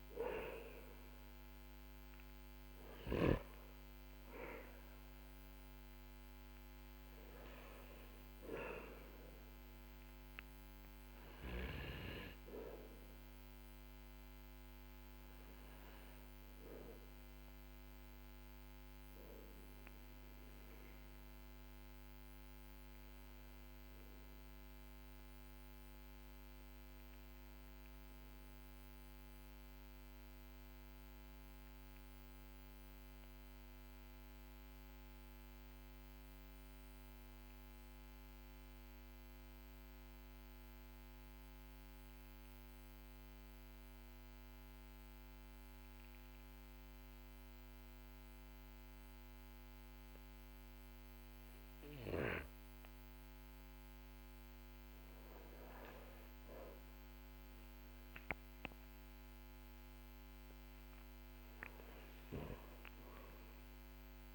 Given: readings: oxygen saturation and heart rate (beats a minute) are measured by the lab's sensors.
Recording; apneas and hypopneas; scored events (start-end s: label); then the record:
breathing in sleep by a microphone on the trachea; 1
0.00-40.00 s: oxygen desaturation (device-marked, oxygen 92% lowest, heart rate 45 extreme)
10.00-54.00 s: obstructive apnea (oxygen 99% before, 92% lowest, heart rate 53 before, 42 extreme, up 10 after)
55.50-60.00 s: arousal
From the record:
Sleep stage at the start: N2 (light sleep); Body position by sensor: on the back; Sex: male